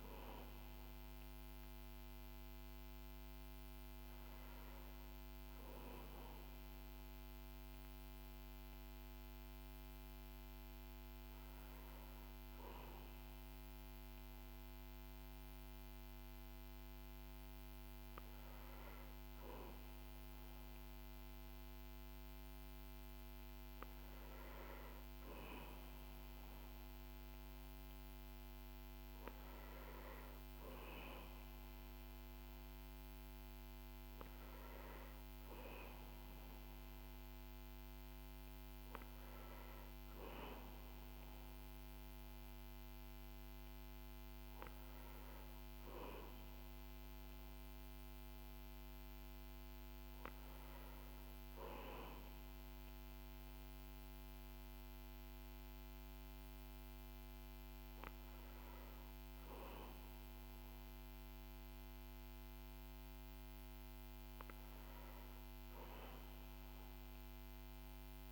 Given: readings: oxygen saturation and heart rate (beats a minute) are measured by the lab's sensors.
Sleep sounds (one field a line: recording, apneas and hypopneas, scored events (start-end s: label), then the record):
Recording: breathing in sleep, hard to hear, by a microphone on the trachea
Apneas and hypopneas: none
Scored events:
19.00-24.50 s: arousal
From the record:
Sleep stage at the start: N1 (lightest sleep)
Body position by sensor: on the back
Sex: male